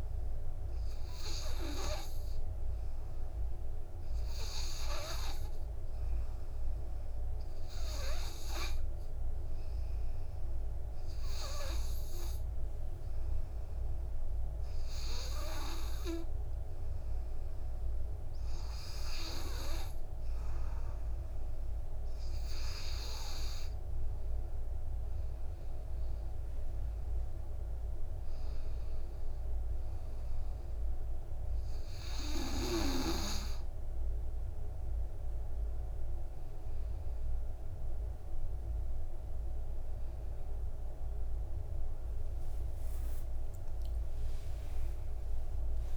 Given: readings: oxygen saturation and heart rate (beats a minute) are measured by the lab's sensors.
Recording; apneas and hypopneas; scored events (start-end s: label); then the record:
breathing in sleep by a room microphone; 1
0.00-2.00 s: arousal
2.00-17.00 s: oxygen desaturation (device-marked, oxygen 98% before, 94% lowest, heart rate 57 before, 57 extreme)
8.00-19.00 s: obstructive apnea (oxygen 98% before, 91% lowest, heart rate 58 before, 57 extreme, up 5 after)
24.50-27.50 s: arousal
29.00-45.97 s: oxygen desaturation (device-marked, oxygen 95% before, 91% lowest, heart rate 62 before, 57 extreme)
40.00-45.97 s: new sleep stage, awake
From the record:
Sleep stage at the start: N2 (light sleep); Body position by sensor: on the right side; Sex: male